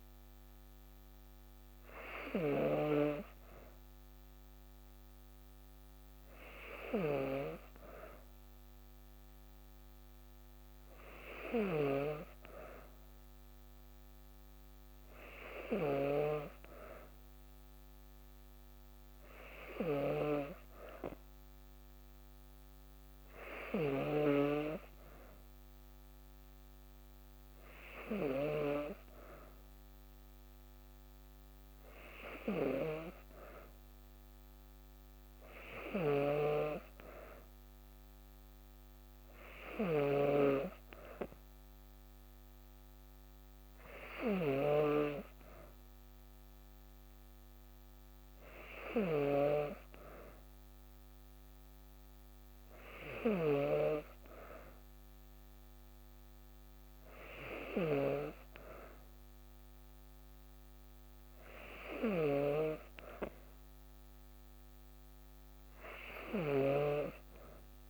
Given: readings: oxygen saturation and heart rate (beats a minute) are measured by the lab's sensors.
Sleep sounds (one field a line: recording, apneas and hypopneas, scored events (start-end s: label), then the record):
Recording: breathing in sleep by a microphone on the trachea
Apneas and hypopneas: none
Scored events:
61.50-66.50 s: snoring (device-marked)
From the record:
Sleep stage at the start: N2 (light sleep)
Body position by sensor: on the back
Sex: female